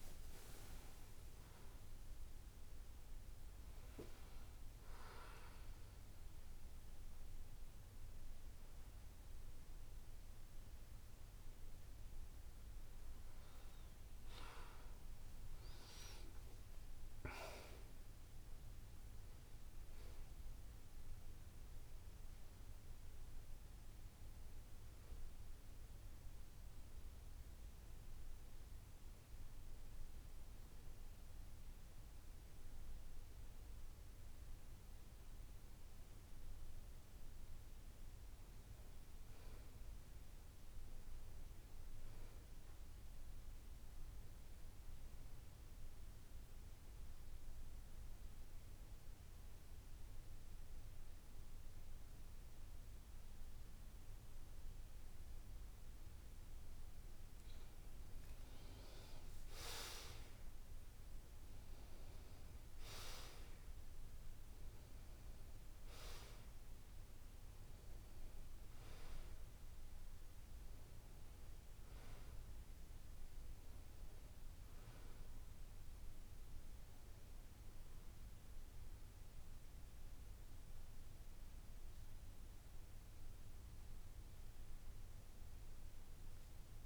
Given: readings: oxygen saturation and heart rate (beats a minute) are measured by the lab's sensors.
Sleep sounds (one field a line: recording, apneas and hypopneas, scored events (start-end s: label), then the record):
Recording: breathing in sleep, hard to hear, by a room microphone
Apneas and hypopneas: 1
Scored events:
15.50-20.00 s: arousal
46.00-56.50 s: central apnea (oxygen 94% before, 88% lowest, heart rate 71 before, 67 extreme, up 6 after)
60.50-63.50 s: arousal
64.50-76.50 s: oxygen desaturation (device-marked, oxygen 92% before, 88% lowest, heart rate 69 before, 67 extreme)
From the record:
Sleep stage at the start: N2 (light sleep)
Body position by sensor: on the back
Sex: male